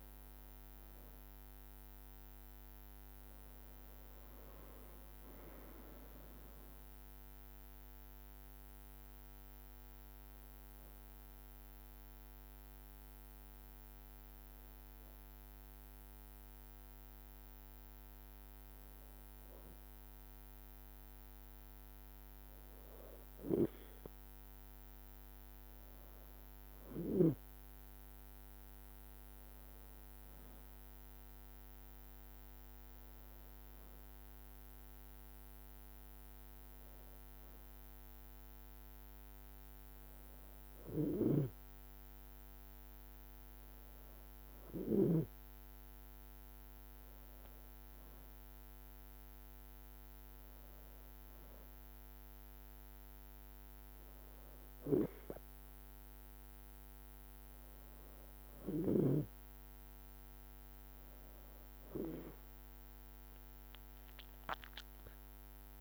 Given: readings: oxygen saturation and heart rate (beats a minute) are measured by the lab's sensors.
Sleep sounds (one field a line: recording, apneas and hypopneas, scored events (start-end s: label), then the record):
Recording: breathing in sleep by a microphone on the trachea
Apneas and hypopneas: 1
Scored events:
7.50-19.50 s: drop in pulse transit time (device-marked, heart rate 60 before, 57 extreme)
8.00-19.00 s: hypopnea (oxygen 95% before, 94% lowest, heart rate 60 before, 57 extreme, up 1 after)
26.00-30.50 s: arousal
41.00-45.50 s: snoring (device-marked)
From the record:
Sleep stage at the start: N2 (light sleep)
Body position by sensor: on the back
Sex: female